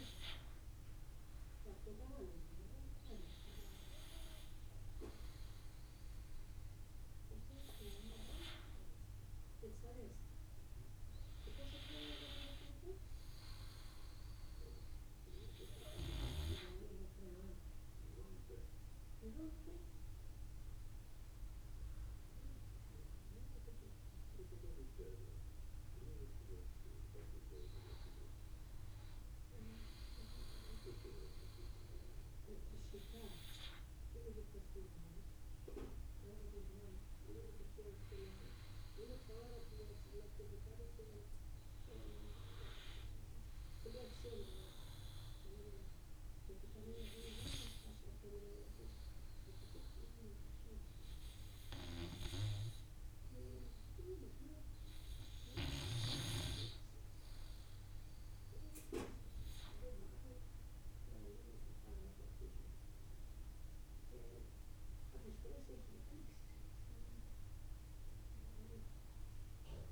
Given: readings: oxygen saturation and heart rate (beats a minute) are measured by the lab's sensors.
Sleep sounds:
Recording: breathing in sleep by a room microphone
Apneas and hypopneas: 1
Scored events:
0.00-6.00 s: oxygen desaturation (device-marked, oxygen 90% lowest, heart rate 61 extreme)
44.50-57.50 s: obstructive apnea (oxygen 93% before, 89% lowest, heart rate 63 before, 56 extreme, up 6 after)
61.00-64.50 s: arousal
61.00-69.92 s: oxygen desaturation (device-marked, oxygen 93% before, 89% lowest, heart rate 62 before, 52 extreme)
From the record:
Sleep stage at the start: N2 (light sleep)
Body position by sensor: on the back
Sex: male

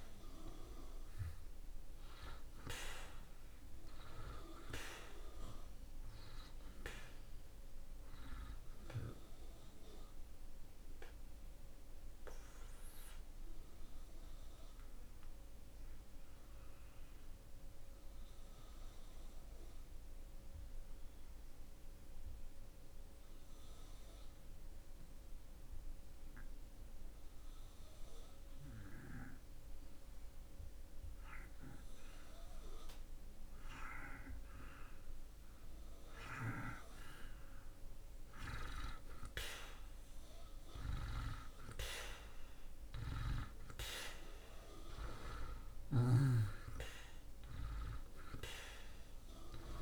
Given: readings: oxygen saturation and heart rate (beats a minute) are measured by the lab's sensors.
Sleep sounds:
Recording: breathing in sleep by a room microphone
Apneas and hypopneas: 1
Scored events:
0.00-30.00 s: oxygen desaturation (device-marked, oxygen 82% lowest)
9.50-30.00 s: obstructive apnea (oxygen 94% before, 80% lowest)
34.00-38.50 s: arousal
43.00-49.82 s: oxygen desaturation (device-marked, oxygen 96% before, 80% lowest)
From the record:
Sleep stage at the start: N2 (light sleep)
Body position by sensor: on the back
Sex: male

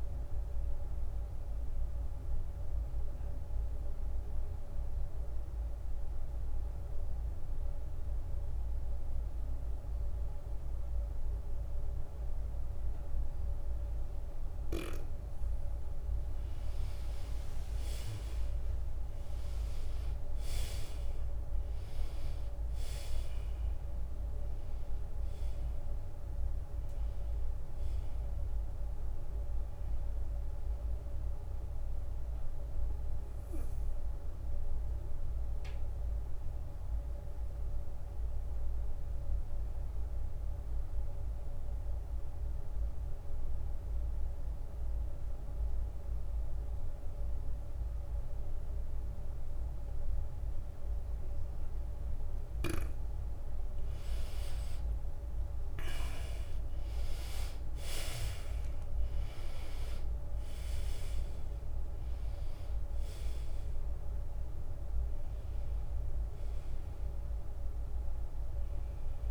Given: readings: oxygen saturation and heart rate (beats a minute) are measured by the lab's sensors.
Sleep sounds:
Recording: breathing in sleep, hard to hear, by a room microphone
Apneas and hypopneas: 2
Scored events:
0.00-9.00 s: drop in pulse transit time (device-marked, heart rate 93 extreme)
0.00-16.00 s: oxygen desaturation (device-marked, oxygen 83% lowest, heart rate 87 extreme)
1.00-16.00 s: obstructive apnea (oxygen 97% before, 77% lowest, heart rate 94 before, 87 extreme, up 9 after)
18.00-23.00 s: arousal
23.00-44.00 s: oxygen desaturation (device-marked, oxygen 95% before, 83% lowest, heart rate 92 before, 81 extreme)
24.00-40.00 s: drop in pulse transit time (device-marked, heart rate 92 before, 91 extreme)
36.00-53.00 s: obstructive apnea (oxygen 95% before, 76% lowest, heart rate 95 before, 81 extreme, up 7 after)
54.00-69.31 s: oxygen desaturation (device-marked, oxygen 96% before, 76% lowest, heart rate 89 before, 69 extreme)
55.00-60.50 s: arousal
57.00-69.31 s: drop in pulse transit time (device-marked, heart rate 87 before, 83 extreme)
From the record:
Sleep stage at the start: N2 (light sleep)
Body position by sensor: on the back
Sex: female

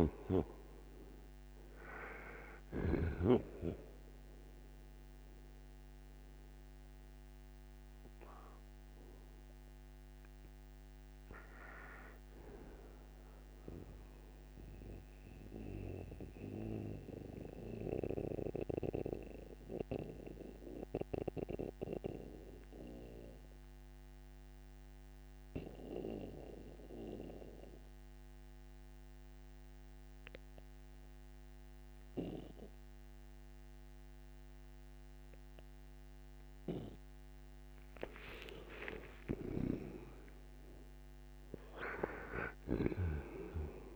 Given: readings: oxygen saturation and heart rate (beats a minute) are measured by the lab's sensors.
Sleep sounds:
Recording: breathing in sleep by a microphone on the trachea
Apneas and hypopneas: 1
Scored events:
0.00-3.00 s: snoring (device-marked)
0.00-22.50 s: oxygen desaturation (device-marked, oxygen 78% lowest, heart rate 59 extreme)
15.00-36.00 s: mixed apnea (oxygen 93% before, 78% lowest, heart rate 69 before, 63 extreme, up 51 after)
38.00-43.00 s: arousal
39.00-43.96 s: snoring (device-marked)
From the record:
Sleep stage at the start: N2 (light sleep)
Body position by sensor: on the right side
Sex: male

